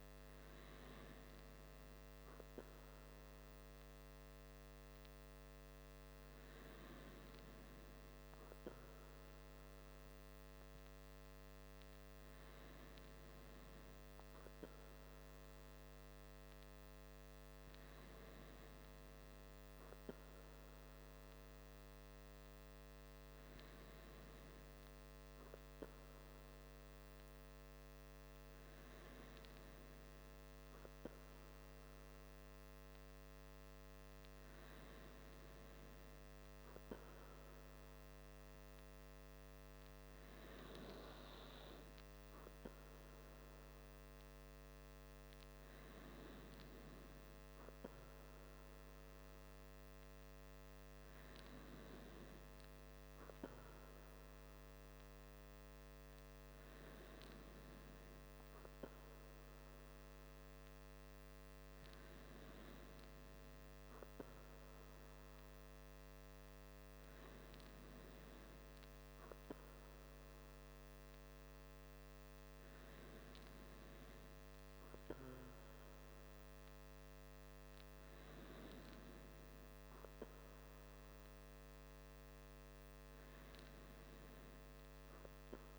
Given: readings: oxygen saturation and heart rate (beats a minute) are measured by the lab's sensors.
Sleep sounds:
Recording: breathing in sleep, hard to hear, by a microphone on the trachea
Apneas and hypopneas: none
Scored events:
none scored
From the record:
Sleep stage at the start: N2 (light sleep)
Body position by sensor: on the back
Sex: male

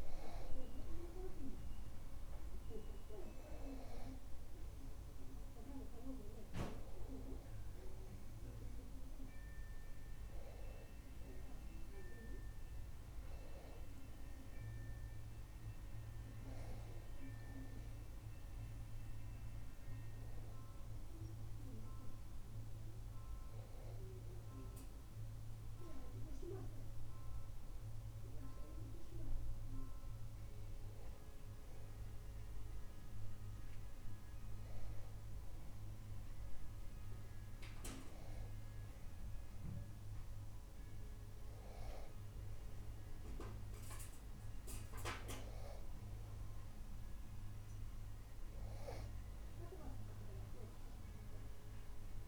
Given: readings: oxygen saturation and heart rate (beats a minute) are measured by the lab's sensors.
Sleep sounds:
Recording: breathing in sleep by a room microphone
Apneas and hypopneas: none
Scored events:
none scored
From the record:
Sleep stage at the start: N2 (light sleep)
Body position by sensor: on the back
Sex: male

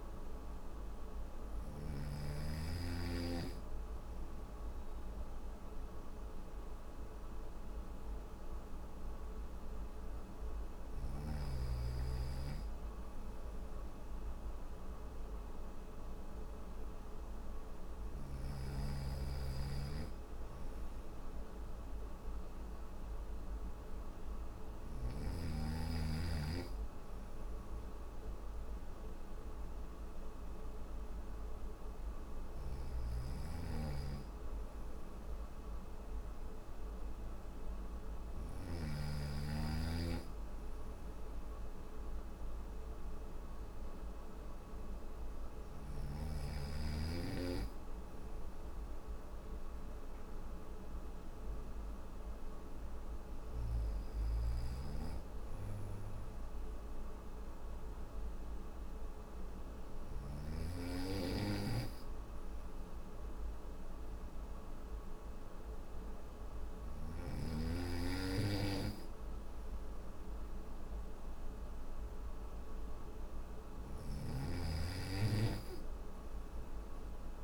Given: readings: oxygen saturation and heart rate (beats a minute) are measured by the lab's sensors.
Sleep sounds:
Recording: breathing in sleep by a room microphone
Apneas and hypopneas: none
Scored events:
31.50-38.00 s: snoring (device-marked)
53.00-59.50 s: snoring (device-marked)
From the record:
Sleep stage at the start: N1 (lightest sleep)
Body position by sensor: on the back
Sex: male

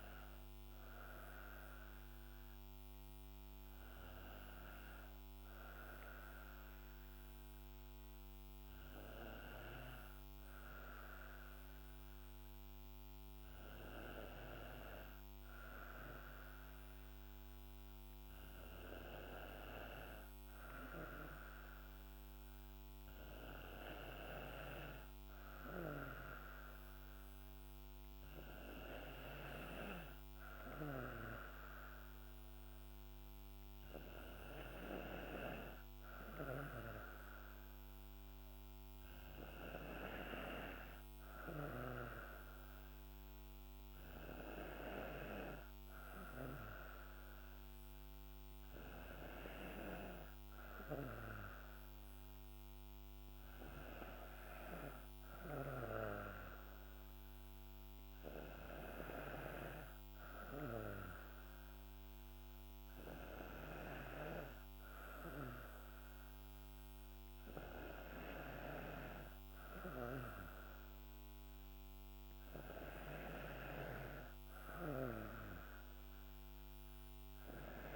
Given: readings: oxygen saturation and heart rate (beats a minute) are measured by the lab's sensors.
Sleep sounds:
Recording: breathing in sleep by a microphone on the trachea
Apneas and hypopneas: none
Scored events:
69.50-77.96 s: snoring (device-marked)
From the record:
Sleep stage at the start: N2 (light sleep)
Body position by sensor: on the right side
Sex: female

